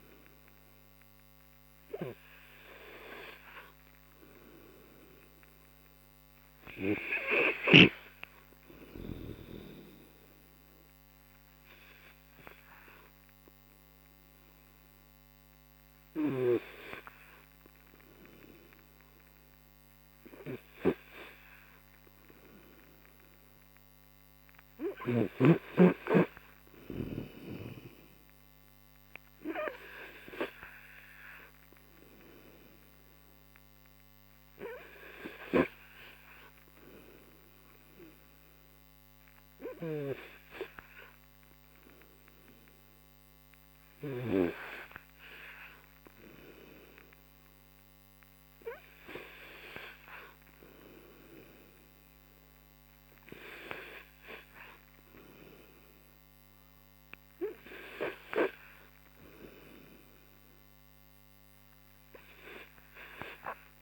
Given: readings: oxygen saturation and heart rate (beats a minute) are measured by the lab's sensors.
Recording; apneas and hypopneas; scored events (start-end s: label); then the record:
breathing in sleep by a microphone on the trachea; 1
11.00-22.00 s: hypopnea (oxygen 93% before, 90% lowest, heart rate 54 before, 58 extreme, up 16 after)
24.00-28.00 s: arousal
28.50-46.50 s: oxygen desaturation (device-marked, oxygen 94% before, 90% lowest, heart rate 72 before, 44 extreme)
From the record:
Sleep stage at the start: N3 (deep sleep); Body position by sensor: on the right side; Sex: male